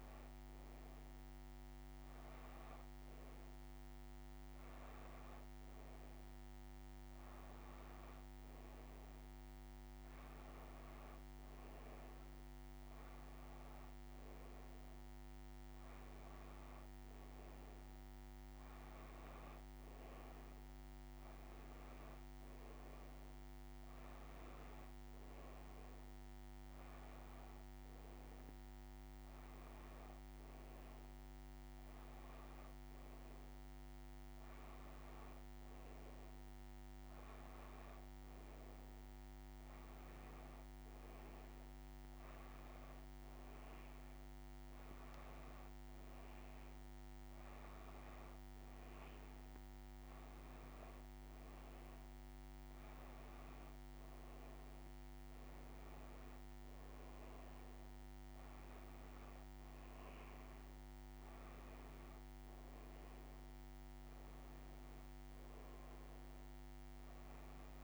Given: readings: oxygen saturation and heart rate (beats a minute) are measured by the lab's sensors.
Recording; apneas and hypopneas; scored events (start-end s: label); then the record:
breathing in sleep, hard to hear, by a microphone on the trachea; none
none scored
From the record:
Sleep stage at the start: N2 (light sleep); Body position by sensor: on the back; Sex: female